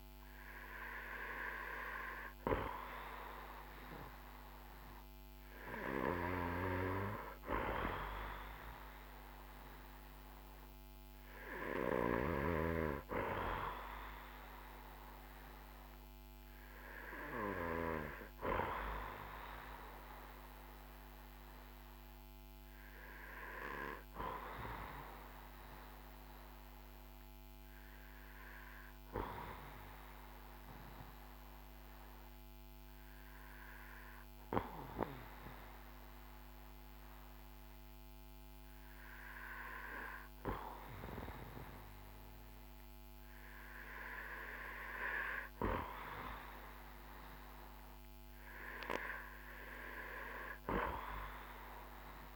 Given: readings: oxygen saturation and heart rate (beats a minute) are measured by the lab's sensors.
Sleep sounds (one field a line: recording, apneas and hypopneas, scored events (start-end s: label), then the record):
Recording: breathing in sleep by a microphone on the trachea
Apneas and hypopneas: 1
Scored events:
26.00-45.00 s: hypopnea (oxygen 94% before, 92% lowest, heart rate 61 before, 53 extreme, up 6 after)
50.00-52.35 s: arousal
From the record:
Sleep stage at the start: N2 (light sleep)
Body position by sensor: on the back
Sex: male